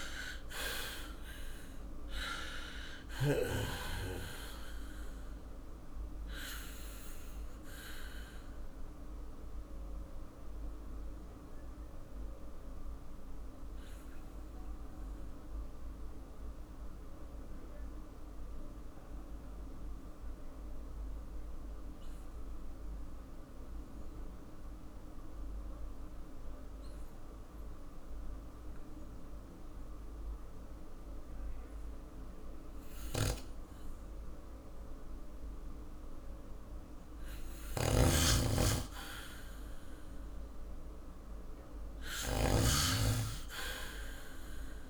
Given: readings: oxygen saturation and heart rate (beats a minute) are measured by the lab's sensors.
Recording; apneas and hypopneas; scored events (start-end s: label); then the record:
breathing in sleep by a room microphone; 1
0.00-0.50 s: arousal
5.50-37.50 s: obstructive apnea (oxygen 99% before, 94% lowest, heart rate 54 before, 44 extreme, up 7 after)
28.00-41.00 s: oxygen desaturation (device-marked, oxygen 98% before, 94% lowest, heart rate 48 before, 47 extreme)
37.00-42.50 s: snoring (device-marked)
40.00-43.50 s: arousal
From the record:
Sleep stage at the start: N2 (light sleep); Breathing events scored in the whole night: 329 in 3.8 hours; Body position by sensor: on the back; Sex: male